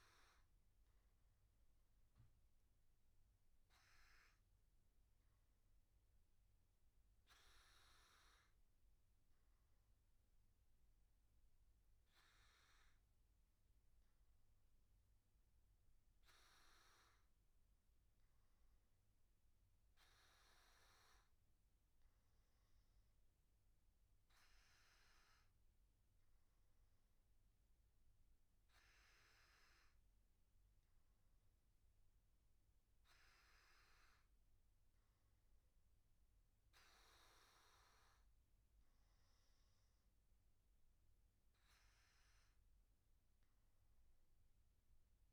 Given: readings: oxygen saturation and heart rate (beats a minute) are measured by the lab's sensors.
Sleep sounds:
breathing in sleep, hard to hear, by a room microphone; none
35.50-45.33 s: new sleep stage, N1 (lightest sleep)
From the record:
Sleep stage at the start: N3 (deep sleep); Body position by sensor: on the back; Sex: male

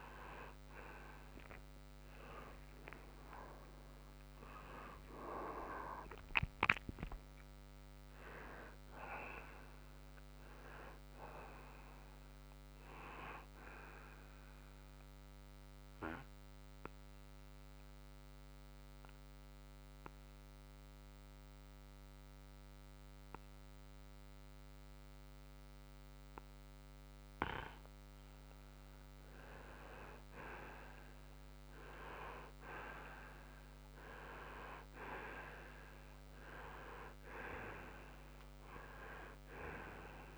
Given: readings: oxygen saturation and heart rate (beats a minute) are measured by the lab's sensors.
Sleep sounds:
breathing in sleep by a microphone on the trachea; 1
0.00-5.50 s: oxygen desaturation (device-marked, oxygen 91% lowest, heart rate 62 extreme)
3.00-7.50 s: arousal
14.50-27.50 s: obstructive apnea (oxygen 96% before, 90% lowest, heart rate 74 before, 61 extreme, up 5 after)
31.00-36.50 s: arousal
From the record:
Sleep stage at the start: N2 (light sleep); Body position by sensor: on the front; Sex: male

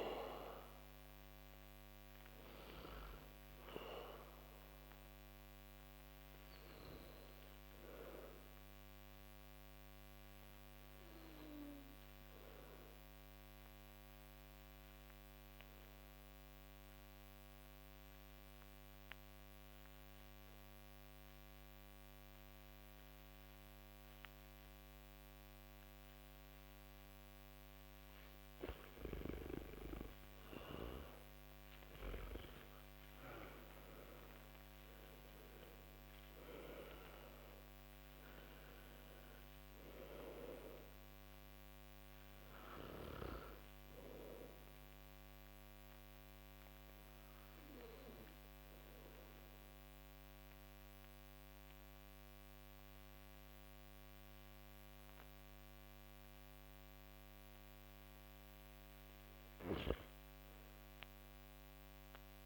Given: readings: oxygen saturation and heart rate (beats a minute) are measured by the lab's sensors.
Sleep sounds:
breathing in sleep by a microphone on the trachea; 2
3.50-23.50 s: oxygen desaturation (device-marked, oxygen 92% before, 83% lowest)
7.00-25.00 s: obstructive apnea (oxygen 93% before, 83% lowest)
29.50-34.00 s: arousal
39.50-62.46 s: oxygen desaturation (device-marked, oxygen 98% before, 89% lowest)
42.00-58.00 s: obstructive apnea (oxygen 98% before, 89% lowest)
60.50-62.46 s: arousal
From the record:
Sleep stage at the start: N2 (light sleep); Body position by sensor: on the back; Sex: male

